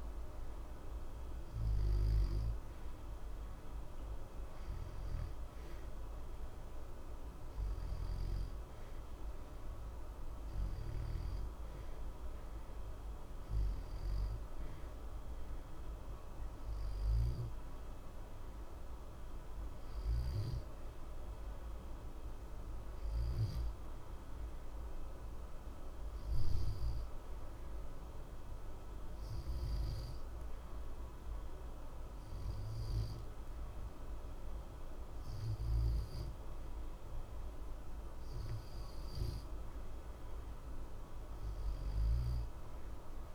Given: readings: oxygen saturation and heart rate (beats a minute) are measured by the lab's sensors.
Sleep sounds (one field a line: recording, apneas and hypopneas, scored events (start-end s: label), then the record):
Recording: breathing in sleep, hard to hear, by a room microphone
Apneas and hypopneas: 1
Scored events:
8.00-32.00 s: oxygen desaturation (device-marked, oxygen 91% before, 88% lowest, heart rate 60 before, 60 extreme)
19.00-38.50 s: hypopnea (oxygen 91% before, 88% lowest, heart rate 60 before, 60 extreme, up 0 after)
42.00-43.35 s: arousal
From the record:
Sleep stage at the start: N2 (light sleep)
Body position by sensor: on the back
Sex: male